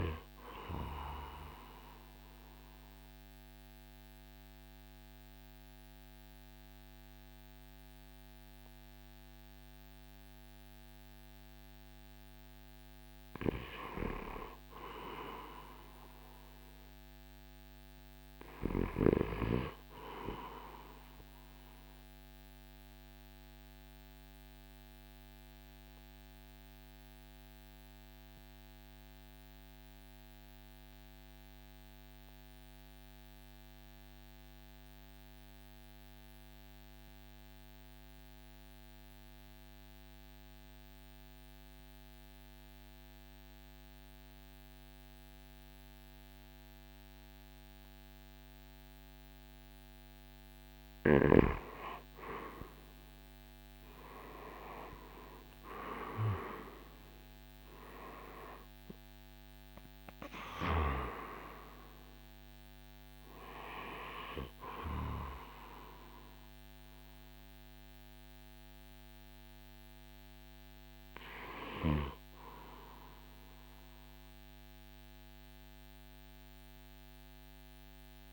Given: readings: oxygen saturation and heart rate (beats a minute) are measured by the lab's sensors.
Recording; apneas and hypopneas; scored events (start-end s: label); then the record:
breathing in sleep by a microphone on the trachea; 2
0.00-1.00 s: drop in pulse transit time (device-marked, heart rate 57 extreme)
0.00-18.00 s: oxygen desaturation (device-marked, oxygen 88% lowest, heart rate 52 extreme)
1.00-12.50 s: mixed apnea (oxygen 96% before, 88% lowest, heart rate 61 before, 53 extreme, up 7 after)
14.50-18.00 s: arousal
22.00-49.00 s: obstructive apnea (oxygen 98% before, 83% lowest, heart rate 56 before, 50 extreme, up 15 after)
45.00-70.00 s: oxygen desaturation (device-marked, oxygen 96% before, 91% lowest, heart rate 55 before, 53 extreme)
52.50-56.00 s: arousal
56.00-70.00 s: drop in pulse transit time (device-marked, heart rate 54 before, 54 extreme)
75.00-78.33 s: oxygen desaturation (device-marked, oxygen 92% before, 83% lowest, heart rate 62 before, 52 extreme)
From the record:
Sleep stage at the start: N2 (light sleep); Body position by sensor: on the right side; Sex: male